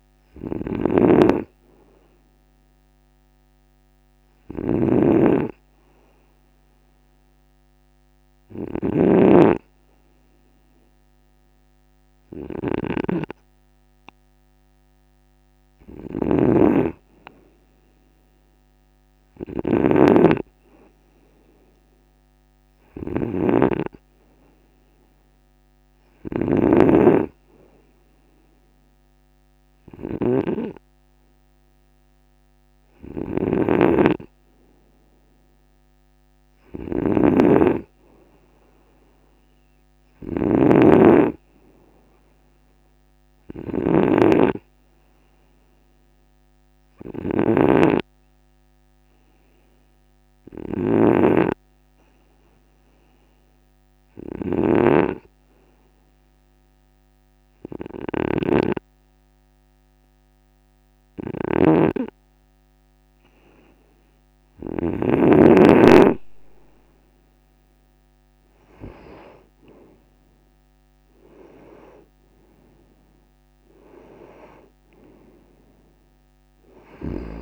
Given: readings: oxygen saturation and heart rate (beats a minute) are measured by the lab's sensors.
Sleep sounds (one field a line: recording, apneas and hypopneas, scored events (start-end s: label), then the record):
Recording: breathing in sleep by a microphone on the trachea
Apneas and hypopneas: 1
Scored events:
0.00-64.50 s: snoring (device-marked)
47.50-63.50 s: hypopnea (oxygen 98% before, 96% lowest, heart rate 52 before, 50 extreme, up 5 after)
70.50-74.00 s: arousal
From the record:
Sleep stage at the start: N2 (light sleep)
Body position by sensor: on the right side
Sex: male